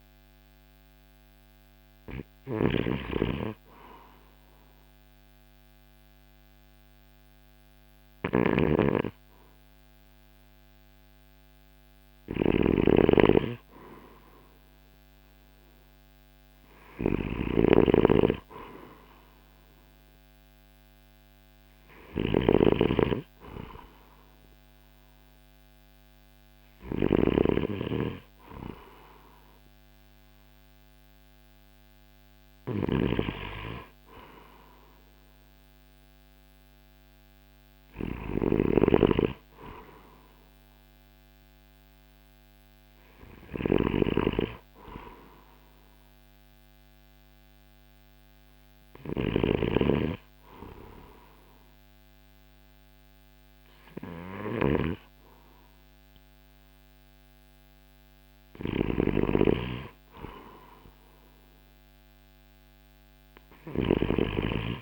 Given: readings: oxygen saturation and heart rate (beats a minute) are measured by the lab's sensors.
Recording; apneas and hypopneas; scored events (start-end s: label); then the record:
breathing in sleep by a microphone on the trachea; 1
0.00-64.82 s: snoring (device-marked)
0.50-3.50 s: arousal
21.00-54.00 s: oxygen desaturation (device-marked, oxygen 95% before, 91% lowest, heart rate 56 before, 56 extreme)
46.00-58.00 s: hypopnea (oxygen 95% before, 91% lowest, heart rate 57 before, 57 extreme, up 4 after)
59.00-62.00 s: arousal
From the record:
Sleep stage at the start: N2 (light sleep); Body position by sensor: on the right side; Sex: male